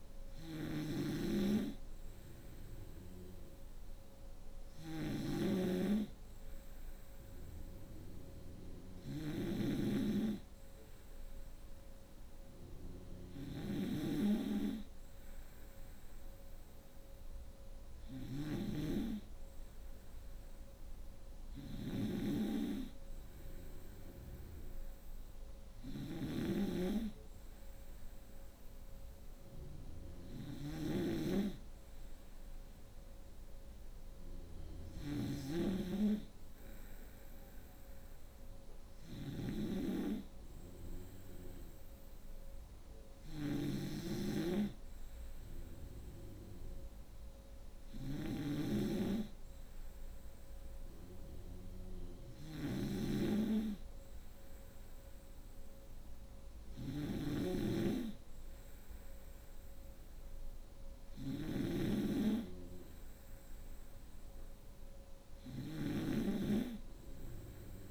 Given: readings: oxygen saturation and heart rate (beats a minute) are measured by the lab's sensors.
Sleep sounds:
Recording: breathing in sleep by a room microphone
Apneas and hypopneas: none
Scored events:
0.00-67.91 s: snoring (device-marked)
40.00-67.91 s: new sleep stage, N3 (deep sleep)
From the record:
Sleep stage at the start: N2 (light sleep)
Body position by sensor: on the right side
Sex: female

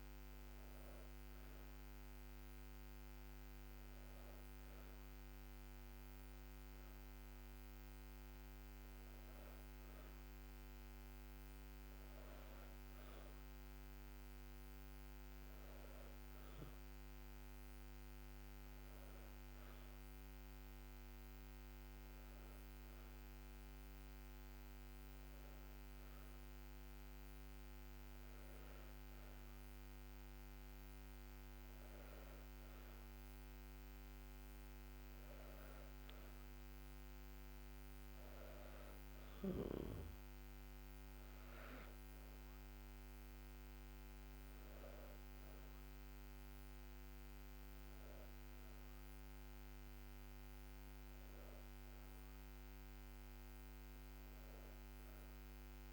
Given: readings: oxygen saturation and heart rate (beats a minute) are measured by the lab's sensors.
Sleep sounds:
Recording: breathing in sleep, hard to hear, by a microphone on the trachea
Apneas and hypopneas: none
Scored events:
none scored
From the record:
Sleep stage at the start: N2 (light sleep)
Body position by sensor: on the back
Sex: female

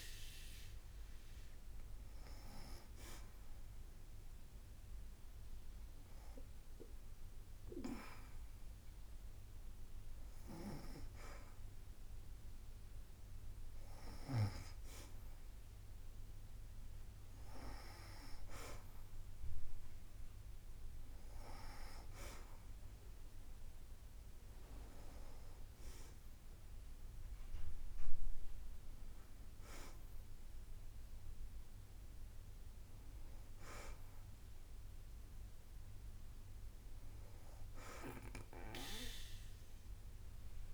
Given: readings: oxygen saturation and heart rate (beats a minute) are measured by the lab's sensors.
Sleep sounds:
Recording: breathing in sleep by a room microphone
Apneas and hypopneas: none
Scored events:
none scored
From the record:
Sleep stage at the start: N2 (light sleep)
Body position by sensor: on the back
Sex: female

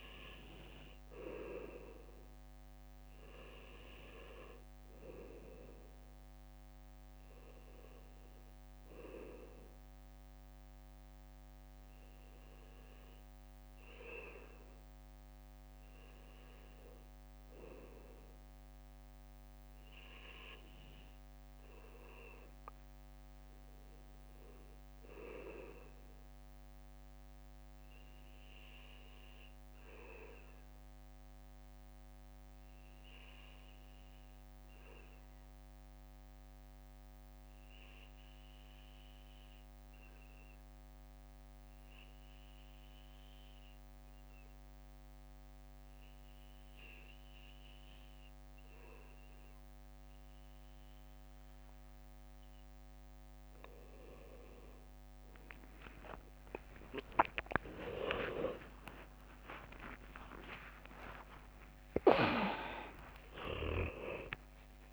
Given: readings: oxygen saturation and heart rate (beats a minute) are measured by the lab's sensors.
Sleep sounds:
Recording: breathing in sleep by a microphone on the trachea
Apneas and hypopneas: 1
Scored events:
7.50-12.50 s: bradycardia (device-marked, heart rate 59 before, 59 extreme)
16.50-21.00 s: arousal
25.50-36.50 s: bradycardia (device-marked, heart rate 59 before, 58 extreme)
30.00-51.50 s: obstructive apnea (oxygen 98% before, 95% lowest, heart rate 60 before, 58 extreme, up 27 after)
56.50-62.50 s: arousal
56.50-64.93 s: leg movement (device-marked)
57.50-64.50 s: tachycardia (device-marked, heart rate 59 before, 134 extreme)
58.50-60.50 s: long interval between heartbeats (device-marked, heart rate 61 before, 87 extreme)
61.50-63.50 s: long interval between heartbeats (device-marked, heart rate 66 before, 120 extreme)
63.50-64.93 s: long interval between heartbeats (device-marked, heart rate 72 before, 120 extreme)
From the record:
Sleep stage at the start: N2 (light sleep)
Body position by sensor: on the back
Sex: male

